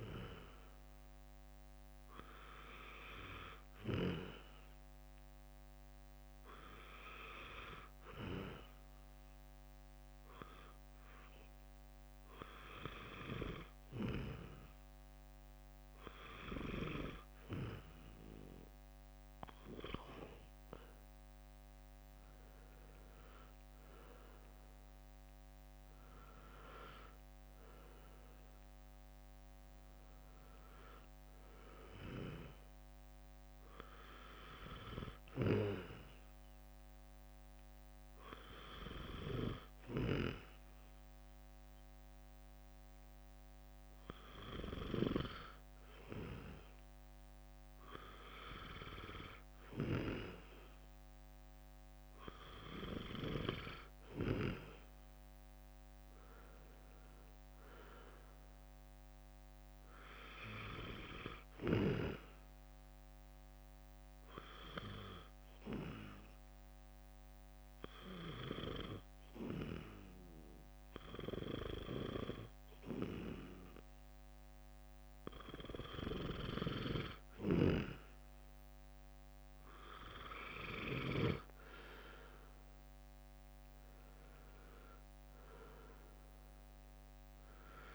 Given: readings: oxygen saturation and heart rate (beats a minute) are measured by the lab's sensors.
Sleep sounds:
breathing in sleep by a microphone on the trachea; 2
0.00-3.50 s: arousal
6.50-19.00 s: hypopnea (oxygen 94% before, 92% lowest, heart rate 67 before, 63 extreme, up 7 after)
23.00-27.00 s: arousal
62.00-75.50 s: hypopnea (oxygen 95% before, 91% lowest, heart rate 68 before, 63 extreme, up 6 after)
77.50-80.50 s: arousal
81.00-87.95 s: oxygen desaturation (device-marked, oxygen 94% before, 91% lowest, heart rate 66 before, 63 extreme)
From the record:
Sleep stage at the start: N2 (light sleep); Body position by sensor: on the back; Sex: male

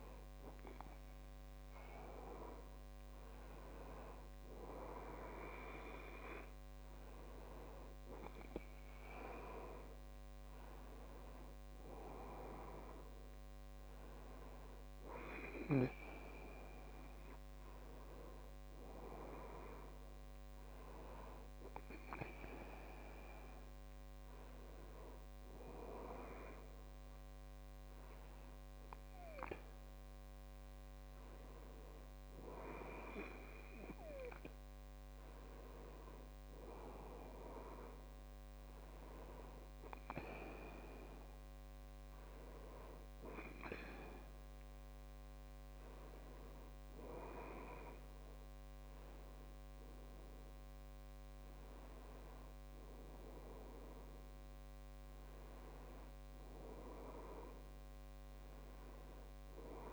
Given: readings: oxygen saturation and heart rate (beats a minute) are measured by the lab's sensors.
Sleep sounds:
breathing in sleep by a microphone on the trachea; none
59.50-59.93 s: new sleep stage, N2 (light sleep)
From the record:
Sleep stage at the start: N1 (lightest sleep); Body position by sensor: on the back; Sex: male

